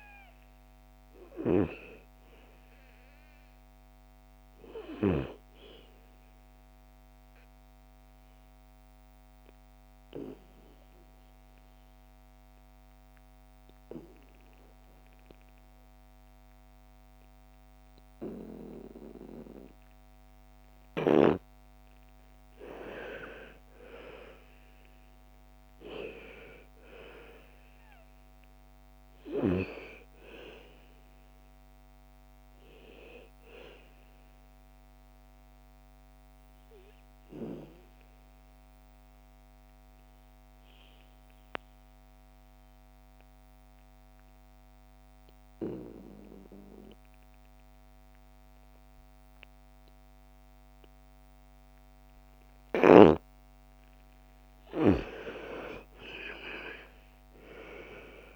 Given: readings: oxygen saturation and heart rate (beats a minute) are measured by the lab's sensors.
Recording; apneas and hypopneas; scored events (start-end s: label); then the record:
breathing in sleep by a microphone on the trachea; 2
0.00-14.50 s: oxygen desaturation (device-marked, oxygen 85% lowest, heart rate 55 extreme)
6.50-21.00 s: obstructive apnea (oxygen 98% before, 85% lowest, heart rate 61 before, 55 extreme, up 10 after)
22.50-26.50 s: arousal
27.50-41.50 s: oxygen desaturation (device-marked, oxygen 98% before, 90% lowest, heart rate 57 before, 53 extreme)
34.50-52.00 s: obstructive apnea (oxygen 99% before, 85% lowest, heart rate 60 before, 53 extreme, up 15 after)
54.00-57.50 s: arousal
From the record:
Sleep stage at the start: N2 (light sleep); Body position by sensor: on the back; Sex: female